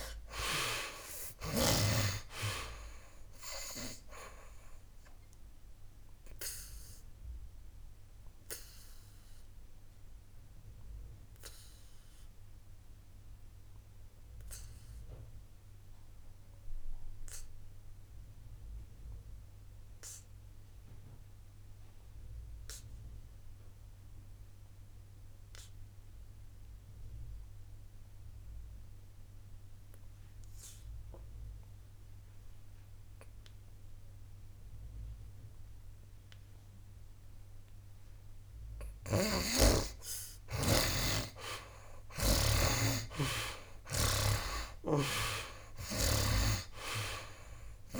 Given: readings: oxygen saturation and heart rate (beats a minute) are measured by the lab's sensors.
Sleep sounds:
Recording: breathing in sleep by a room microphone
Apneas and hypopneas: 1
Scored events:
0.00-1.00 s: arousal
0.00-28.00 s: oxygen desaturation (device-marked, oxygen 69% lowest, heart rate 56 extreme)
5.50-39.00 s: obstructive apnea (oxygen 96% before, 69% lowest, heart rate 68 before, 56 extreme, up 15 after)
33.00-48.00 s: oxygen desaturation (device-marked, oxygen 97% before, 69% lowest, heart rate 59 before, 57 extreme)
39.50-43.00 s: snoring (device-marked)
42.50-46.00 s: arousal
From the record:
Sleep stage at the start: N2 (light sleep)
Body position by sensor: on the back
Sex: male

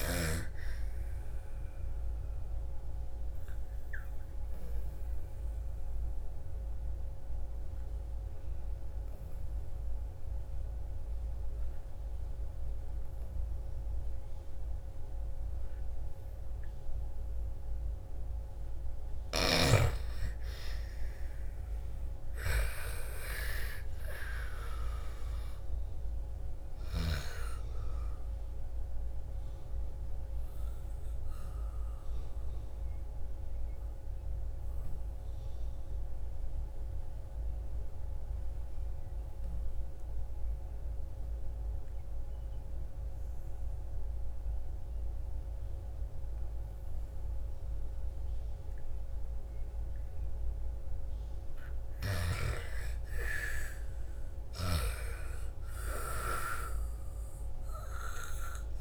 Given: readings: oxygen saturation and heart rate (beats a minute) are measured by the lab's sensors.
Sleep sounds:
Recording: breathing in sleep by a room microphone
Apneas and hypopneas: 2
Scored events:
0.00-10.50 s: oxygen desaturation (device-marked, oxygen 87% lowest, heart rate 54 extreme)
2.00-18.00 s: obstructive apnea (oxygen 98% before, 87% lowest, heart rate 59 before, 54 extreme, up 12 after)
20.00-24.50 s: arousal
21.50-47.50 s: oxygen desaturation (device-marked, oxygen 98% before, 87% lowest, heart rate 57 before, 55 extreme)
29.50-49.50 s: obstructive apnea (oxygen 98% before, 85% lowest, heart rate 59 before, 55 extreme, up 6 after)
49.50-58.81 s: oxygen desaturation (device-marked, oxygen 98% before, 87% lowest, heart rate 58 before, 54 extreme)
52.00-56.00 s: arousal
From the record:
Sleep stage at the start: N2 (light sleep)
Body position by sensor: on the back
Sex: female

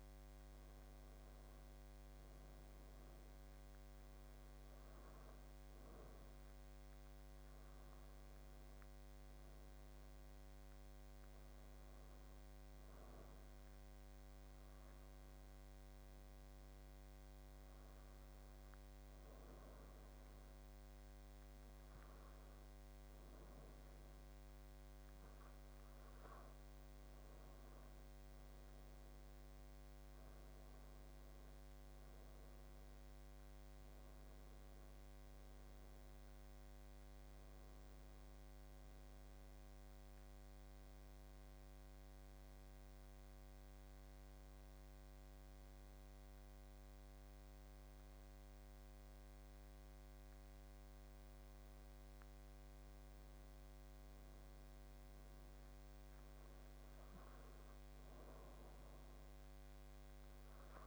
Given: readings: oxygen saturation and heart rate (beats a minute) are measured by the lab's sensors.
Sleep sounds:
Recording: breathing in sleep, hard to hear, by a microphone on the trachea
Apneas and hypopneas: 2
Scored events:
15.00-26.00 s: obstructive apnea (oxygen 92% before, 89% lowest, heart rate 82 before, 75 extreme, up 4 after)
28.50-32.50 s: arousal
30.00-51.00 s: oxygen desaturation (device-marked, oxygen 92% before, 89% lowest, heart rate 83 before, 75 extreme)
42.00-53.00 s: obstructive apnea (oxygen 92% before, 89% lowest, heart rate 84 before, 75 extreme, up 6 after)
55.00-57.50 s: arousal
From the record:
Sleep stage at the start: N2 (light sleep)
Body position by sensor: on the back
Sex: male

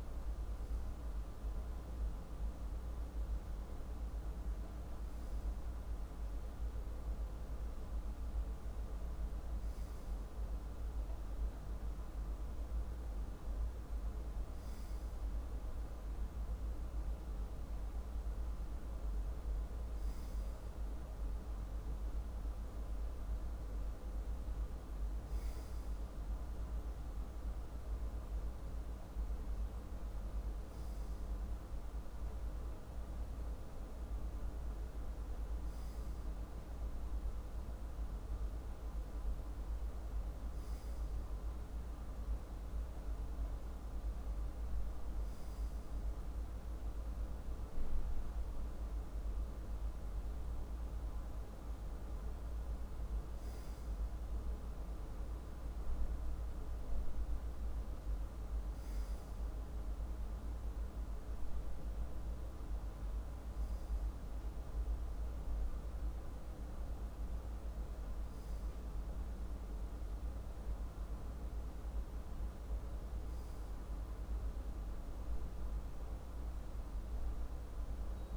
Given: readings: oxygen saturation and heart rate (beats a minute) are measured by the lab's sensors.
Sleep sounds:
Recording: breathing in sleep, hard to hear, by a room microphone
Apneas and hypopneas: none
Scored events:
none scored
From the record:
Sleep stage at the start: N2 (light sleep)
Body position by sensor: on the left side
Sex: male

